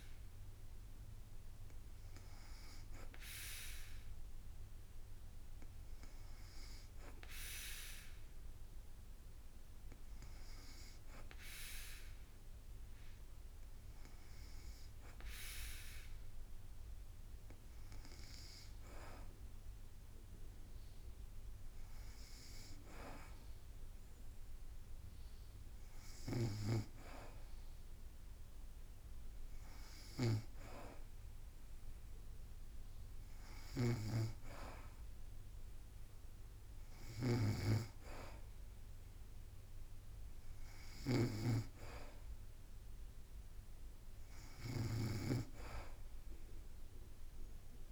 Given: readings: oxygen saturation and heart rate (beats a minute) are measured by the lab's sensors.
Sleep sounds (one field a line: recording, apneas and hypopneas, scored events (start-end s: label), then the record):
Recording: breathing in sleep by a room microphone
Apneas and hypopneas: none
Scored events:
33.50-47.92 s: snoring (device-marked)
From the record:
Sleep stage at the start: N2 (light sleep)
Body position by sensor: on the back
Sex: female